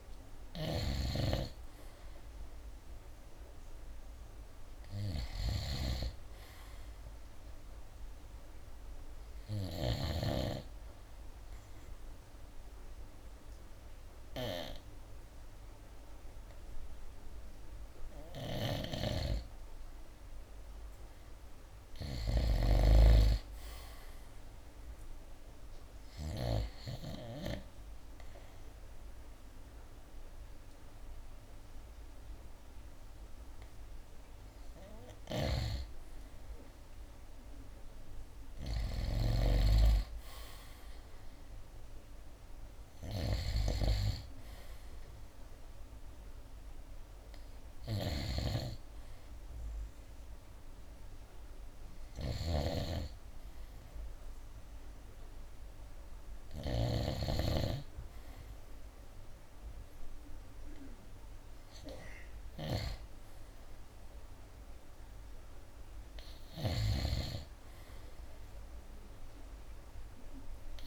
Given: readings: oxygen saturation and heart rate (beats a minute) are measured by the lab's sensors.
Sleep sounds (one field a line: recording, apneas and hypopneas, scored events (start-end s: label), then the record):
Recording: breathing in sleep by a room microphone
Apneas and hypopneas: 1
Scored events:
0.00-10.00 s: snoring (device-marked)
2.50-6.00 s: arousal
8.50-19.50 s: hypopnea (oxygen 95% before, 89% lowest, heart rate 71 before, 67 extreme, up 3 after)
18.50-26.50 s: snoring (device-marked)
20.00-24.00 s: arousal
30.50-42.50 s: oxygen desaturation (device-marked, oxygen 94% before, 89% lowest, heart rate 71 before, 67 extreme)
35.00-39.50 s: snoring (device-marked)
47.50-60.50 s: oxygen desaturation (device-marked, oxygen 95% before, 90% lowest, heart rate 71 before, 68 extreme)
48.00-57.00 s: snoring (device-marked)
66.50-70.87 s: snoring (device-marked)
From the record:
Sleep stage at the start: N2 (light sleep)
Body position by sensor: on the right side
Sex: male